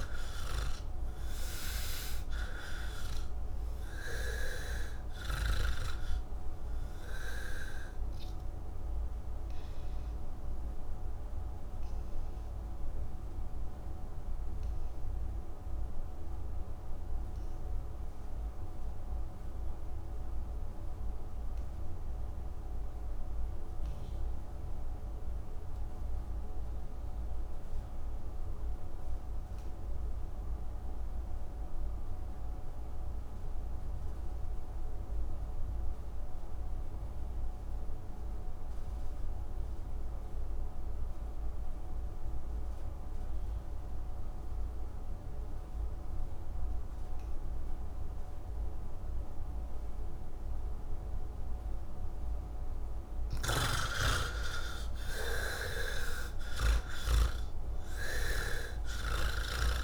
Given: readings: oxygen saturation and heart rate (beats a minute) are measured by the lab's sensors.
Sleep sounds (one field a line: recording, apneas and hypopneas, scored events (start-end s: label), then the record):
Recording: breathing in sleep by a room microphone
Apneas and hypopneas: 1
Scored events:
0.00-5.50 s: snoring (device-marked)
0.00-25.00 s: oxygen desaturation (device-marked, oxygen 66% lowest, heart rate 57 extreme)
8.00-52.00 s: obstructive apnea (oxygen 92% before, 66% lowest, heart rate 109 before, 57 extreme)
27.00-59.84 s: oxygen desaturation (device-marked, oxygen 98% before, 66% lowest, heart rate 130 before, 57 extreme)
53.00-57.00 s: snoring (device-marked)
From the record:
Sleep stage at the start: N1 (lightest sleep)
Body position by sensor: on the back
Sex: male